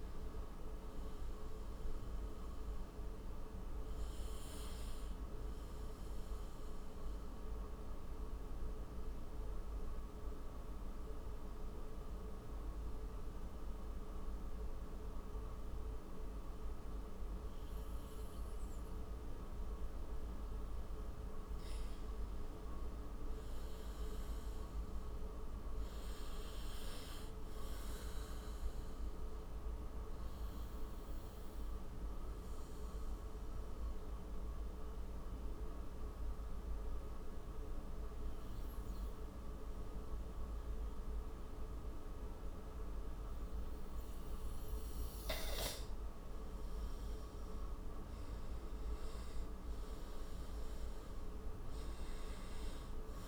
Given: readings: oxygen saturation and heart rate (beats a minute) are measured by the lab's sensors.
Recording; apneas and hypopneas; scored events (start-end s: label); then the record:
breathing in sleep, hard to hear, by a room microphone; 2
0.00-8.00 s: oxygen desaturation (device-marked, oxygen 91% lowest, heart rate 48 extreme)
5.50-21.00 s: mixed apnea (oxygen 97% before, 90% lowest, heart rate 60 before, 48 extreme, up 4 after)
22.00-24.50 s: arousal
29.50-46.00 s: mixed apnea (oxygen 100% before, 89% lowest, heart rate 54 before, 48 extreme, up 18 after)
48.00-51.50 s: arousal
From the record:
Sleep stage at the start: N2 (light sleep); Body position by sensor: on the right side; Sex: male